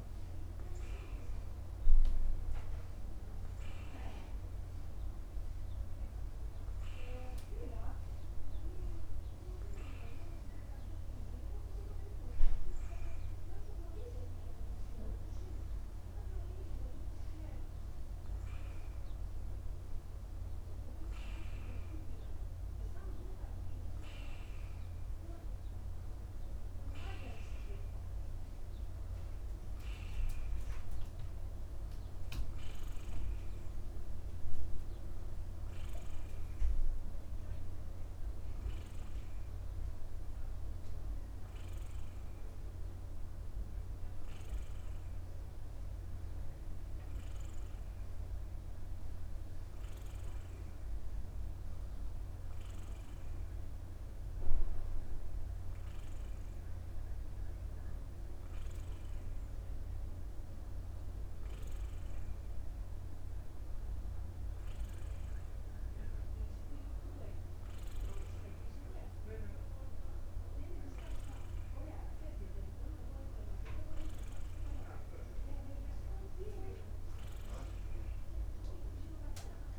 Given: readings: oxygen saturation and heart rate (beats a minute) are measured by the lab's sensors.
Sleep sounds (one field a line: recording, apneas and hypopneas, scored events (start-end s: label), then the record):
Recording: breathing in sleep, hard to hear, by a room microphone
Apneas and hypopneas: none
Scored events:
none scored
From the record:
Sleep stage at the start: N2 (light sleep)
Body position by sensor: upright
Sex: male